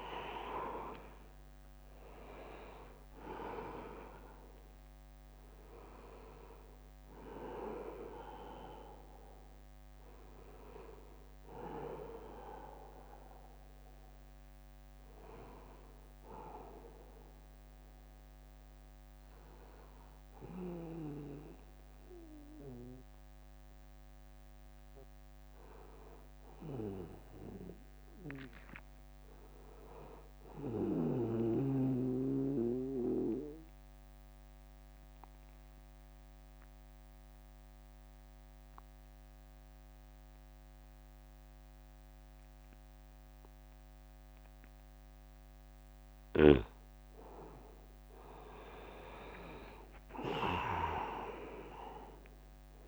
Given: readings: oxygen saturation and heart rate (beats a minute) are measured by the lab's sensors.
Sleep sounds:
breathing in sleep by a microphone on the trachea; 2
0.00-7.50 s: drop in pulse transit time (device-marked, heart rate 75 extreme)
0.00-18.50 s: oxygen desaturation (device-marked, oxygen 92% lowest, heart rate 75 extreme)
1.00-3.00 s: long interval between heartbeats (device-marked, heart rate 83 before, 76 extreme)
13.50-24.50 s: hypopnea (oxygen 100% before, 92% lowest, heart rate 78 before, 69 extreme, up 10 after)
27.00-29.50 s: arousal
31.50-45.00 s: obstructive apnea (oxygen 100% before, 91% lowest, heart rate 77 before, 66 extreme, up 3 after)
45.50-52.88 s: oxygen desaturation (device-marked, oxygen 100% before, 93% lowest, heart rate 81 before, 66 extreme)
48.00-52.00 s: arousal
51.50-52.88 s: drop in pulse transit time (device-marked, heart rate 80 before, 66 extreme)
From the record:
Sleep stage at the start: N2 (light sleep); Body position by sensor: on the back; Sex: male

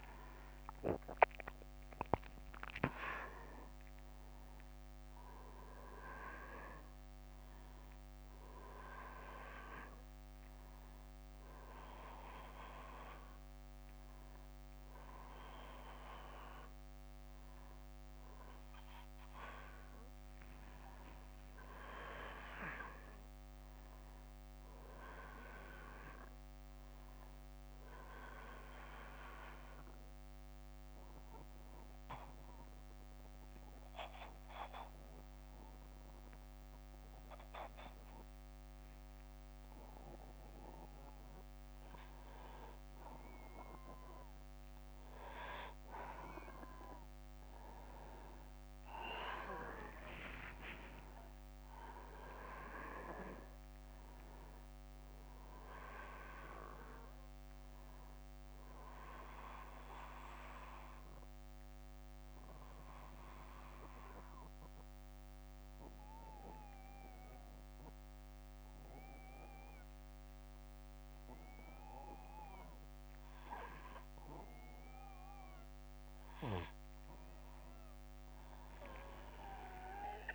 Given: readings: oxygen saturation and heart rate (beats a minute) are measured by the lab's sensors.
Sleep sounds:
breathing in sleep by a microphone on the trachea; 2
0.00-1.00 s: arousal
0.00-20.50 s: oxygen desaturation (device-marked, oxygen 92% lowest, heart rate 60 extreme)
22.50-25.50 s: arousal
28.00-41.50 s: obstructive apnea (oxygen 97% before, 93% lowest, heart rate 68 before, 60 extreme, up 3 after)
46.00-49.50 s: arousal
49.50-72.50 s: oxygen desaturation (device-marked, oxygen 96% before, 93% lowest, heart rate 62 before, 57 extreme)
60.00-76.00 s: obstructive apnea (oxygen 97% before, 93% lowest, heart rate 64 before, 57 extreme, up 10 after)
78.00-80.35 s: arousal
From the record:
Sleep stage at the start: N1 (lightest sleep); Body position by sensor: on the back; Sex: male

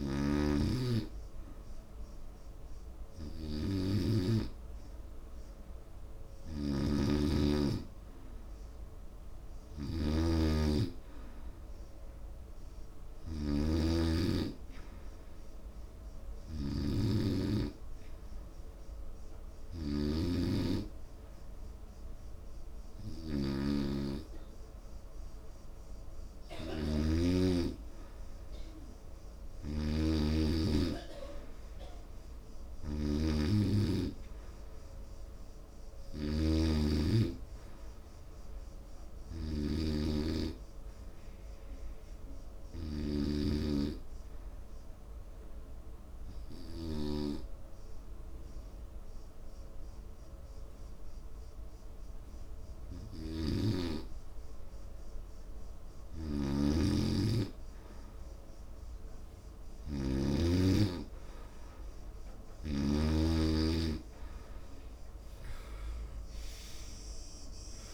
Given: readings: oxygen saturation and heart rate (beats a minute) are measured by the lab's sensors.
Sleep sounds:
breathing in sleep by a room microphone; 1
0.00-17.00 s: oxygen desaturation (device-marked, oxygen 90% lowest, heart rate 68 extreme)
10.50-14.50 s: snoring (device-marked)
27.00-37.00 s: snoring (device-marked)
39.00-42.50 s: arousal
44.50-55.50 s: obstructive apnea (oxygen 92% before, 90% lowest, heart rate 76 before, 69 extreme, up 0 after)
60.50-64.00 s: arousal
From the record:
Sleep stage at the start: N2 (light sleep); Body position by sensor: on the right side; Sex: male

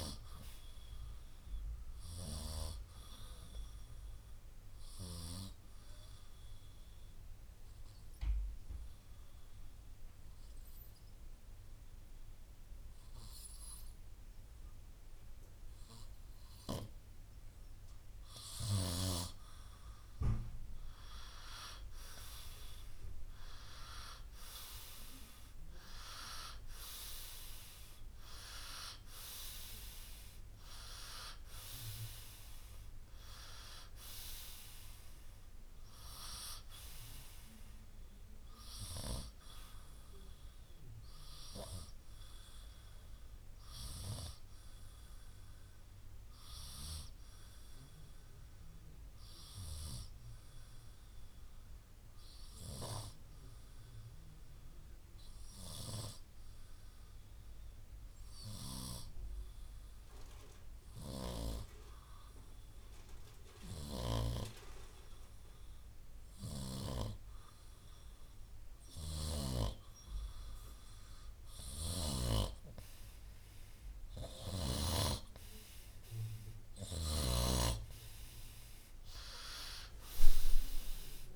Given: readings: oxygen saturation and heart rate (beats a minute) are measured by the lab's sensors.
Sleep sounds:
breathing in sleep by a room microphone; 2
4.00-17.50 s: obstructive apnea (oxygen 96% before, 91% lowest, heart rate 64 before, 61 extreme, up 4 after)
9.00-18.00 s: oxygen desaturation (device-marked, oxygen 96% before, 92% lowest, heart rate 65 before, 61 extreme)
21.00-24.50 s: arousal
41.00-68.00 s: obstructive apnea (oxygen 95% before, 90% lowest, heart rate 66 before, 55 extreme, up 7 after)
42.00-59.00 s: oxygen desaturation (device-marked, oxygen 94% before, 91% lowest, heart rate 66 before, 55 extreme)
73.50-77.00 s: arousal
75.00-81.36 s: oxygen desaturation (device-marked, oxygen 96% before, 90% lowest, heart rate 60 before, 58 extreme)
From the record:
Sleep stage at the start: N2 (light sleep); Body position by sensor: on the right side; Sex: male

